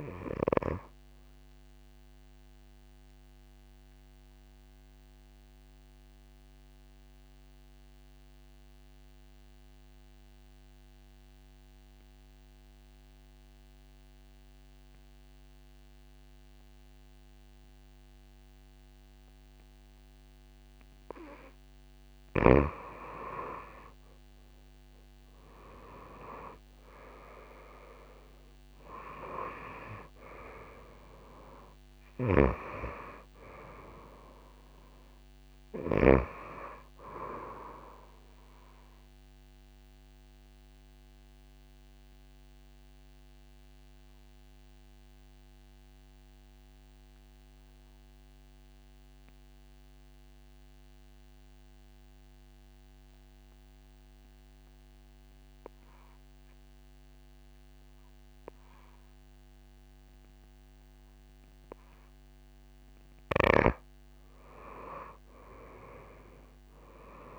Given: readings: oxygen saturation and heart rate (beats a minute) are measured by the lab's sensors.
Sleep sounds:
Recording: breathing in sleep by a microphone on the trachea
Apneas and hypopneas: 2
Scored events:
0.00-12.50 s: oxygen desaturation (device-marked, oxygen 90% lowest)
0.50-21.00 s: obstructive apnea (oxygen 98% before, 88% lowest)
23.50-28.00 s: arousal
24.50-55.50 s: oxygen desaturation (device-marked, oxygen 97% before, 88% lowest)
38.00-62.00 s: obstructive apnea (oxygen 97% before, 88% lowest)
64.50-67.39 s: arousal
From the record:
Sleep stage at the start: N2 (light sleep)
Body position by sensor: on the back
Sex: female

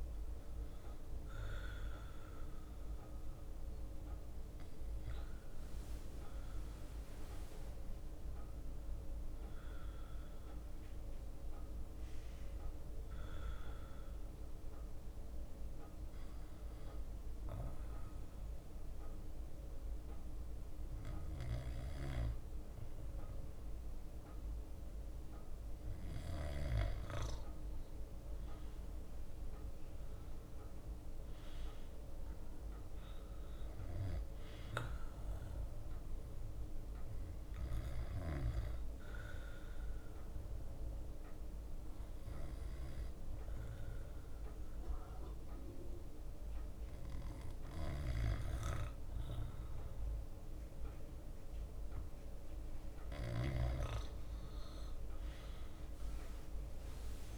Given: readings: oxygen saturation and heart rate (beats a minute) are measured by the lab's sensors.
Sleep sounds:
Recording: breathing in sleep by a room microphone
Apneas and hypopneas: 2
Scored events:
0.50-5.50 s: bradycardia (device-marked, heart rate 60 before, 58 extreme)
0.50-10.50 s: oxygen desaturation (device-marked, oxygen 98% before, 93% lowest, heart rate 61 before, 57 extreme)
5.00-12.00 s: leg movement (device-marked)
11.50-25.50 s: hypopnea (oxygen 98% before, 94% lowest, heart rate 62 before, 57 extreme, up 4 after)
14.50-27.50 s: bradycardia (device-marked, heart rate 60 before, 57 extreme)
19.50-30.50 s: drop in pulse transit time (device-marked, heart rate 61 before, 57 extreme)
27.50-31.50 s: arousal
28.50-30.00 s: leg movement (device-marked)
32.50-43.50 s: oxygen desaturation (device-marked, oxygen 98% before, 94% lowest, heart rate 59 before, 57 extreme)
34.50-51.50 s: bradycardia (device-marked, heart rate 60 before, 57 extreme)
36.50-50.50 s: hypopnea (oxygen 98% before, 94% lowest, heart rate 59 before, 56 extreme, up 4 after)
44.50-57.37 s: drop in pulse transit time (device-marked, heart rate 59 before, 57 extreme)
55.50-57.37 s: arousal
55.50-57.37 s: leg movement (device-marked)
From the record:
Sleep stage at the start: N2 (light sleep)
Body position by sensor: on the back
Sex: male

